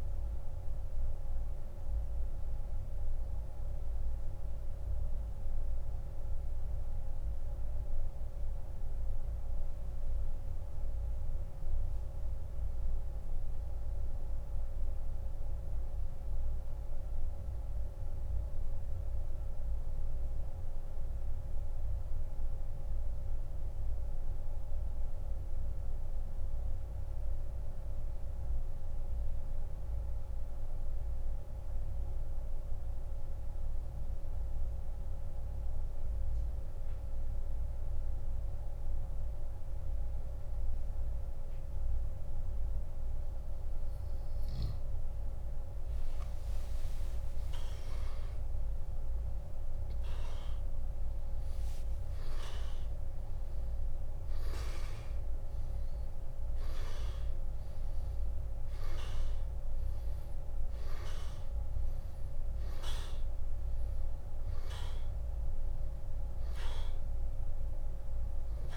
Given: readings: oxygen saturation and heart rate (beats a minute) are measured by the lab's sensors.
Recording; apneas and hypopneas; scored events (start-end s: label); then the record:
breathing in sleep, hard to hear, by a room microphone; 1
0.50-44.50 s: mixed apnea (oxygen 98% before, 87% lowest)
19.50-35.50 s: oxygen desaturation (device-marked, oxygen 95% before, 88% lowest)
47.00-51.50 s: arousal
54.50-55.50 s: oxygen desaturation (device-marked, oxygen 98% before, 95% lowest)
From the record:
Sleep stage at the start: N2 (light sleep); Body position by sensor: on the back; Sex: male